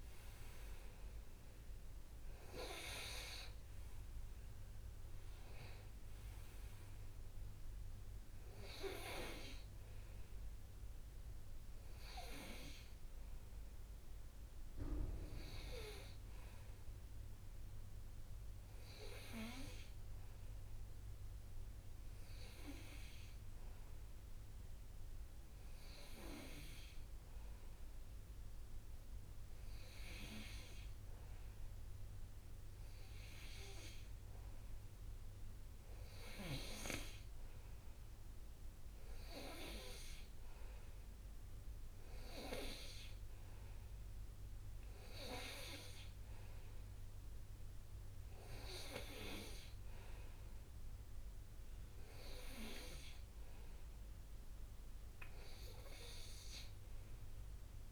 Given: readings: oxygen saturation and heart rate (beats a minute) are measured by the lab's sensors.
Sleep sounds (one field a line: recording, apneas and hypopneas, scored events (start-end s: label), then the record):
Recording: breathing in sleep by a room microphone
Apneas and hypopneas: 1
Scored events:
19.50-30.50 s: hypopnea (oxygen 97% before, 96% lowest, heart rate 70 before, 60 extreme, up 3 after)
32.00-35.00 s: arousal
From the record:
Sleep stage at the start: N2 (light sleep)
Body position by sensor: on the right side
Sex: male